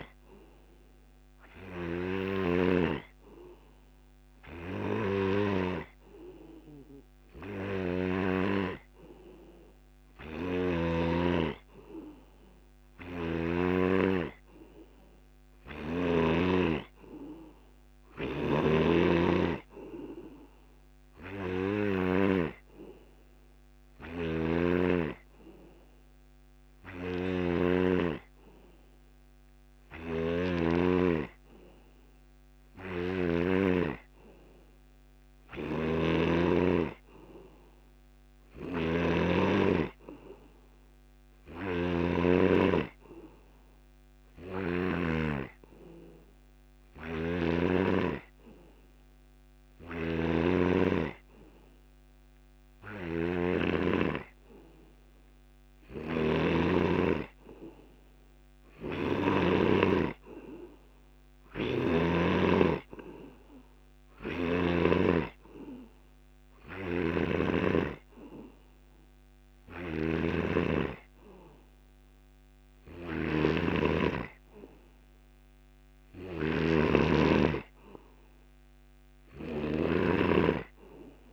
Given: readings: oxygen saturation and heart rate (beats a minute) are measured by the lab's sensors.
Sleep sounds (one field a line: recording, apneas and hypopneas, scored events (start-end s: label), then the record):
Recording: breathing in sleep by a microphone on the trachea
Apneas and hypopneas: none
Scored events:
0.00-3.50 s: oxygen desaturation (device-marked, oxygen 87% lowest)
30.50-36.50 s: snoring (device-marked)
56.00-62.50 s: snoring (device-marked)
76.50-80.50 s: snoring (device-marked)
From the record:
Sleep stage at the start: N2 (light sleep)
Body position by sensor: on the back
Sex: male